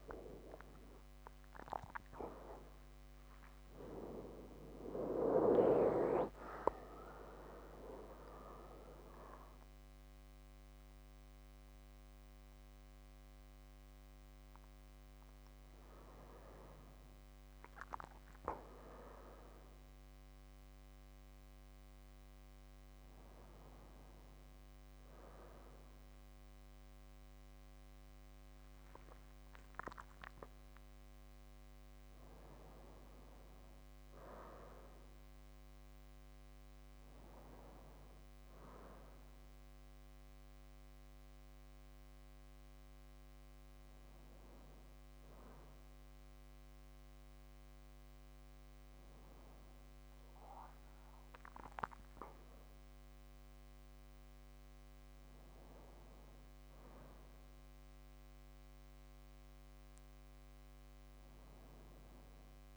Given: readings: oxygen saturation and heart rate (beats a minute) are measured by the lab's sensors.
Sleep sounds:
breathing in sleep by a microphone on the trachea; none
2.00-6.00 s: arousal
11.50-22.50 s: oxygen desaturation (device-marked, oxygen 96% before, 93% lowest, heart rate 66 before, 69 extreme)
48.50-52.00 s: arousal
From the record:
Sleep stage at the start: N2 (light sleep); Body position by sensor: on the back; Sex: male

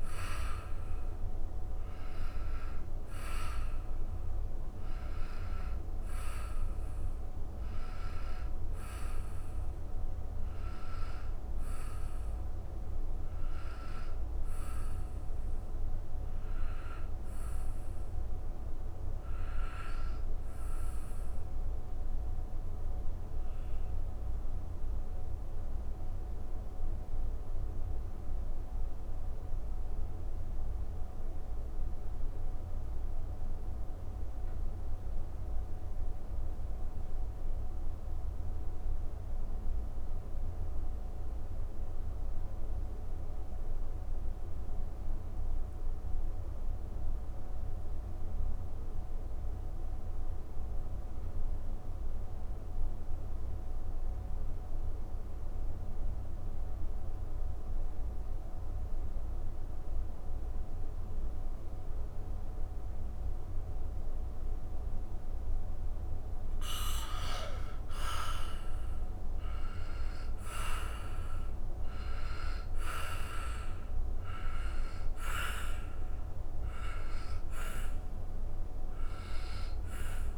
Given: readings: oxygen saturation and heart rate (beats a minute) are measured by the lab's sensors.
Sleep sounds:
breathing in sleep by a room microphone; 1
2.50-37.50 s: oxygen desaturation (device-marked, oxygen 98% before, 91% lowest)
16.00-66.50 s: mixed apnea (oxygen 98% before, 88% lowest)
67.00-72.00 s: arousal
70.50-80.38 s: oxygen desaturation (device-marked, oxygen 97% before, 88% lowest, heart rate 67 before, 29 extreme)
From the record:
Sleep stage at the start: N2 (light sleep); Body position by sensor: on the back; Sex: male

